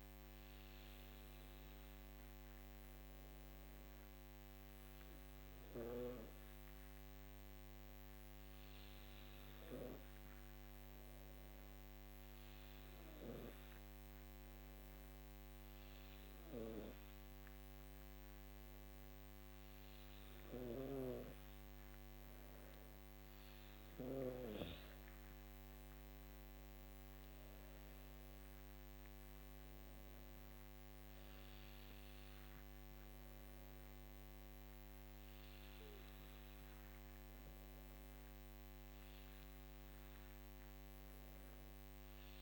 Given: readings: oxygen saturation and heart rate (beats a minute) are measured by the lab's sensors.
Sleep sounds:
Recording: breathing in sleep by a microphone on the trachea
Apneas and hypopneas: none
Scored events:
none scored
From the record:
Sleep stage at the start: N2 (light sleep)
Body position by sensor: on the back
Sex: female

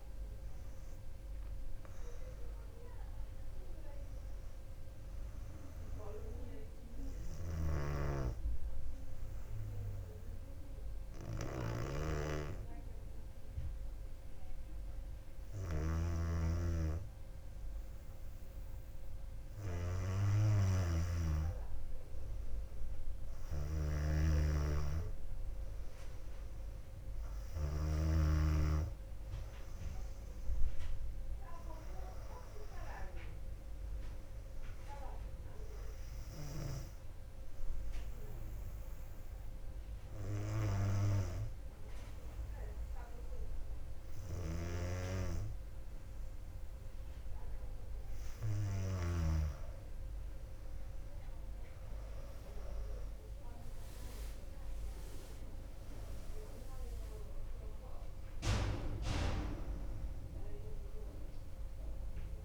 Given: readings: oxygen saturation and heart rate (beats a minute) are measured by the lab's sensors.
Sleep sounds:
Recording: breathing in sleep by a room microphone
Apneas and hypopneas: 2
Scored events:
0.00-2.00 s: arousal
9.50-20.00 s: hypopnea (oxygen 98% before, 95% lowest, heart rate 60 before, 57 extreme, up 4 after)
15.50-28.00 s: snoring (device-marked)
22.50-27.00 s: arousal
27.50-40.50 s: oxygen desaturation (device-marked, oxygen 98% before, 95% lowest, heart rate 58 before, 58 extreme)
36.00-49.00 s: hypopnea (oxygen 98% before, 93% lowest, heart rate 59 before, 58 extreme, up 8 after)
44.50-49.00 s: snoring (device-marked)
51.50-55.50 s: arousal
From the record:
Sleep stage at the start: N2 (light sleep)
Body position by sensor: on the back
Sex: female

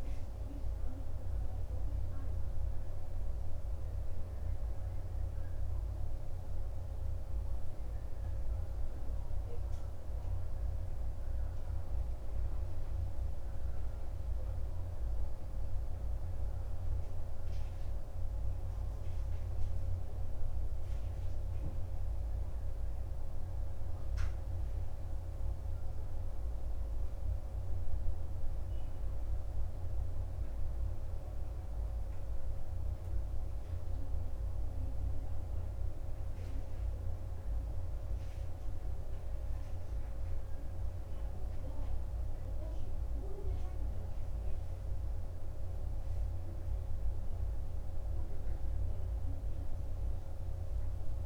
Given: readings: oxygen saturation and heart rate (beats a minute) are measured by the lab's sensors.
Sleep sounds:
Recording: breathing in sleep, hard to hear, by a room microphone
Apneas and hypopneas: none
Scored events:
none scored
From the record:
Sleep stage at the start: N2 (light sleep)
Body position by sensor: on the right side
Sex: male

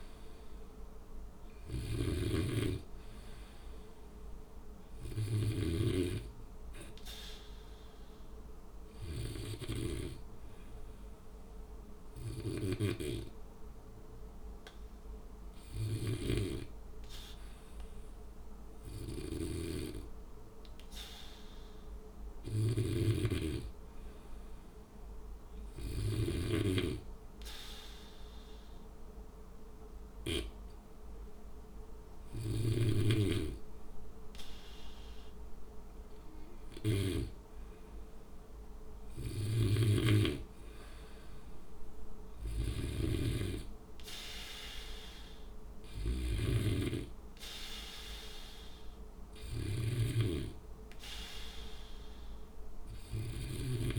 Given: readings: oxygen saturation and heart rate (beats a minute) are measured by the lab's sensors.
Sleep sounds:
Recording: breathing in sleep by a room microphone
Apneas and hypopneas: 1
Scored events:
0.00-5.50 s: snoring (device-marked)
9.50-23.00 s: hypopnea (oxygen 95% before, 93% lowest, heart rate 60 before, 58 extreme, up 4 after)
19.00-26.50 s: snoring (device-marked)
27.50-31.00 s: arousal
39.50-50.00 s: snoring (device-marked)
From the record:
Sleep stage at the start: N2 (light sleep)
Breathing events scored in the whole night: 235 in 4.1 hours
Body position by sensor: on the back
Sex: male

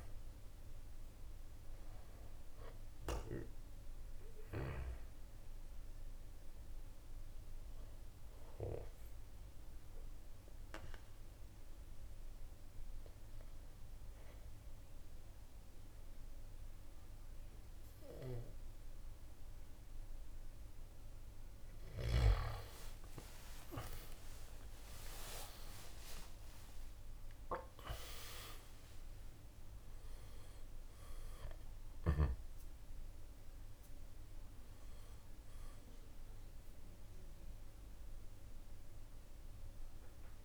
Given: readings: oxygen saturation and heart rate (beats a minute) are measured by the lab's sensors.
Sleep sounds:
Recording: breathing in sleep by a room microphone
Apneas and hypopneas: 1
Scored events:
2.00-20.00 s: oxygen desaturation (device-marked, oxygen 96% before, 91% lowest, heart rate 69 before, 66 extreme)
9.00-22.00 s: central apnea (oxygen 96% before, 88% lowest, heart rate 71 before, 66 extreme, up 11 after)
24.00-29.00 s: arousal
27.00-39.00 s: drop in pulse transit time (device-marked, heart rate 68 before, 71 extreme)
28.00-40.45 s: oxygen desaturation (device-marked, oxygen 97% before, 88% lowest, heart rate 68 before, 64 extreme)
From the record:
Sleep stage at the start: N2 (light sleep)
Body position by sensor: on the back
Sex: male

